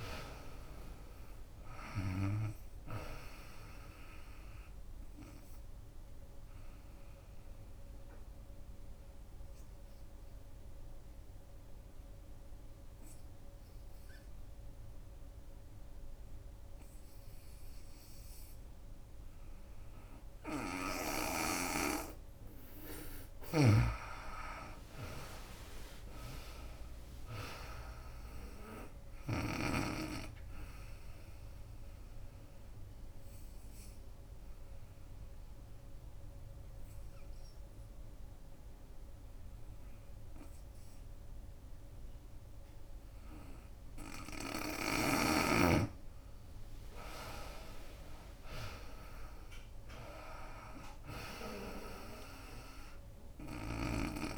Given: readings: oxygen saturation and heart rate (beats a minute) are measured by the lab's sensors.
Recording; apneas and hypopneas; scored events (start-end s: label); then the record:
breathing in sleep by a room microphone; 2
0.00-8.00 s: drop in pulse transit time (device-marked, heart rate 71 extreme)
0.00-20.00 s: oxygen desaturation (device-marked, oxygen 83% lowest, heart rate 62 extreme)
7.50-22.50 s: obstructive apnea (oxygen 96% before, 83% lowest, heart rate 76 before, 63 extreme, up 22 after)
23.00-34.00 s: drop in pulse transit time (device-marked, heart rate 71 before, 76 extreme)
24.00-28.00 s: arousal
25.00-45.00 s: oxygen desaturation (device-marked, oxygen 96% before, 84% lowest, heart rate 70 before, 64 extreme)
32.00-44.00 s: obstructive apnea (oxygen 96% before, 82% lowest, heart rate 75 before, 64 extreme, up 23 after)
45.50-49.50 s: arousal
46.00-54.38 s: drop in pulse transit time (device-marked, heart rate 76 before, 77 extreme)
50.00-54.38 s: oxygen desaturation (device-marked, oxygen 95% before, 83% lowest, heart rate 75 before, 64 extreme)
From the record:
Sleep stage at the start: N2 (light sleep); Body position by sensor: on the right side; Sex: female